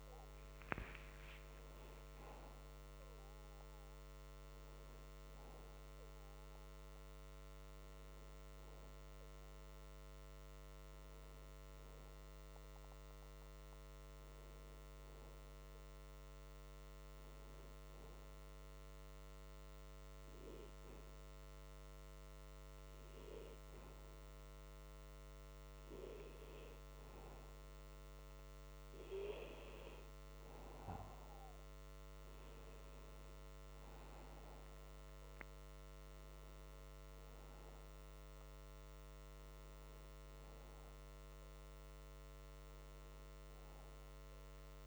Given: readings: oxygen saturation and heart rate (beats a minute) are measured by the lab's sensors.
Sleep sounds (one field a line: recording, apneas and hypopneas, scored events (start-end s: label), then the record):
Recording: breathing in sleep, hard to hear, by a microphone on the trachea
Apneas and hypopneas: 1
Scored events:
0.00-4.00 s: arousal
17.50-28.50 s: hypopnea (oxygen 97% before, 93% lowest)
30.00-33.50 s: arousal
30.50-44.87 s: oxygen desaturation (device-marked, oxygen 97% before, 93% lowest)
From the record:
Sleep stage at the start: N2 (light sleep)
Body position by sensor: on the back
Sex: male